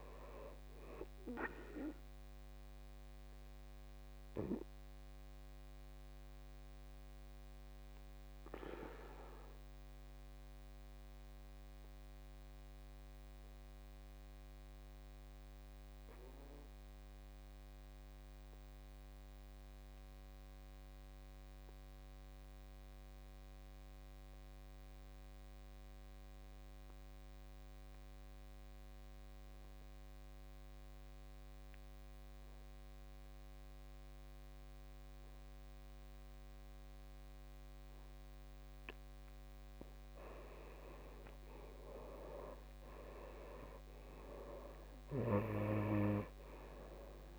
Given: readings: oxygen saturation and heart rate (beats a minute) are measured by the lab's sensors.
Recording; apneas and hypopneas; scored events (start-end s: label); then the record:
breathing in sleep by a microphone on the trachea; 1
0.00-14.50 s: oxygen desaturation (device-marked, oxygen 80% lowest, heart rate 54 extreme)
2.00-37.50 s: obstructive apnea (oxygen 96% before, 77% lowest, heart rate 64 before, 54 extreme, up 9 after)
31.50-47.39 s: oxygen desaturation (device-marked, oxygen 97% before, 77% lowest, heart rate 58 before, 54 extreme)
41.00-45.50 s: arousal
From the record:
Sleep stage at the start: N2 (light sleep); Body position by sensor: on the back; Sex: male